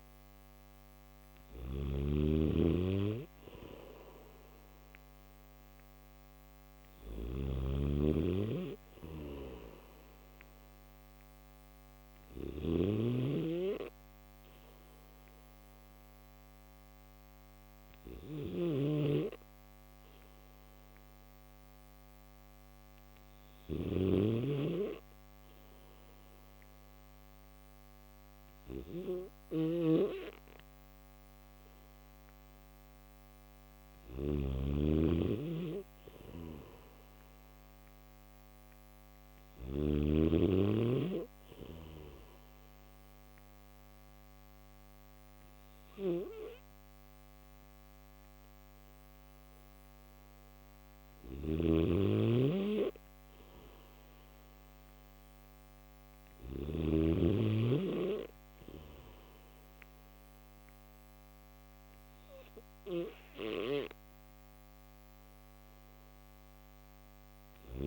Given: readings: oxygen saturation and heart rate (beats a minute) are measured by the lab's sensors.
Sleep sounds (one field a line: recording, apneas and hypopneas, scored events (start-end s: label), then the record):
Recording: breathing in sleep by a microphone on the trachea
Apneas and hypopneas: none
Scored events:
0.00-3.00 s: oxygen desaturation (device-marked, oxygen 92% lowest, heart rate 72 extreme)
1.00-39.50 s: snoring (device-marked)
9.00-23.00 s: oxygen desaturation (device-marked, oxygen 95% before, 92% lowest, heart rate 76 before, 73 extreme)
50.50-56.50 s: snoring (device-marked)
From the record:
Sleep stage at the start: N3 (deep sleep)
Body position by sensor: on the back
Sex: male